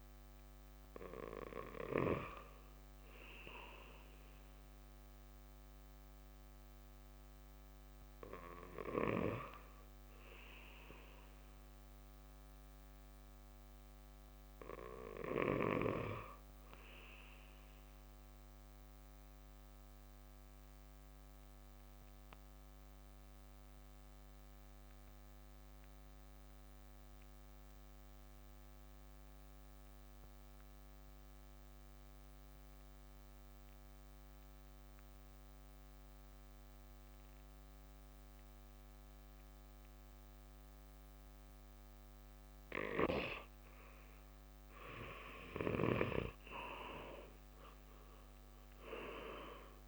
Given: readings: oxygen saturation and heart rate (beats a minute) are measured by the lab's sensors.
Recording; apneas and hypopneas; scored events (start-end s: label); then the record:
breathing in sleep by a microphone on the trachea; 1
0.00-6.00 s: oxygen desaturation (device-marked, oxygen 93% lowest, heart rate 57 extreme)
8.00-13.00 s: arousal
18.00-44.00 s: obstructive apnea (oxygen 97% before, 90% lowest, heart rate 58 before, 58 extreme, up 7 after)
38.00-49.88 s: oxygen desaturation (device-marked, oxygen 97% before, 90% lowest, heart rate 59 before, 58 extreme)
46.50-49.88 s: arousal
From the record:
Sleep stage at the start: N2 (light sleep); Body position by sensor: on the right side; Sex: male